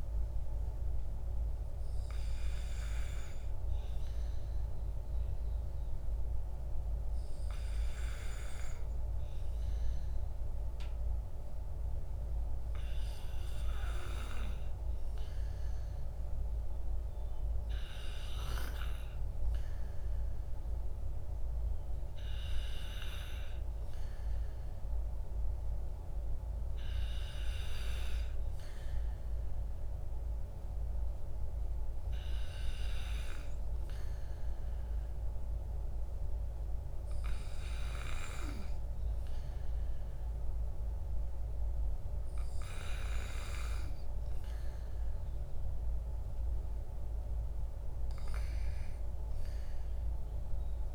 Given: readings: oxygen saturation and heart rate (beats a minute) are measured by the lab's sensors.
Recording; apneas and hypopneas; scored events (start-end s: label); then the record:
breathing in sleep by a room microphone; none
none scored
From the record:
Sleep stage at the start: N2 (light sleep); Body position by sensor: on the back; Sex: male